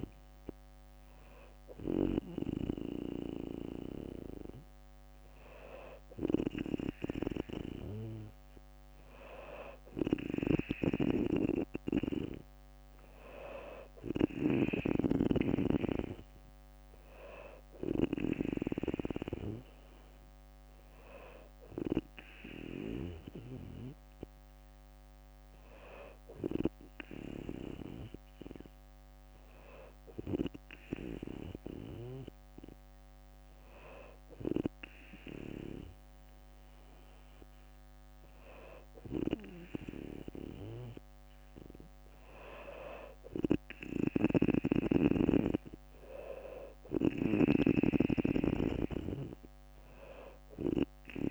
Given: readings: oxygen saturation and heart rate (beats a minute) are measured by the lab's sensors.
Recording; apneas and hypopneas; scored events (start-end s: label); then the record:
breathing in sleep by a microphone on the trachea; none
10.00-15.00 s: snoring (device-marked)
43.00-51.31 s: drop in pulse transit time (device-marked, heart rate 62 before, 61 extreme)
43.50-47.00 s: snoring (device-marked)
From the record:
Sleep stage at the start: N2 (light sleep); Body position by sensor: on the back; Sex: female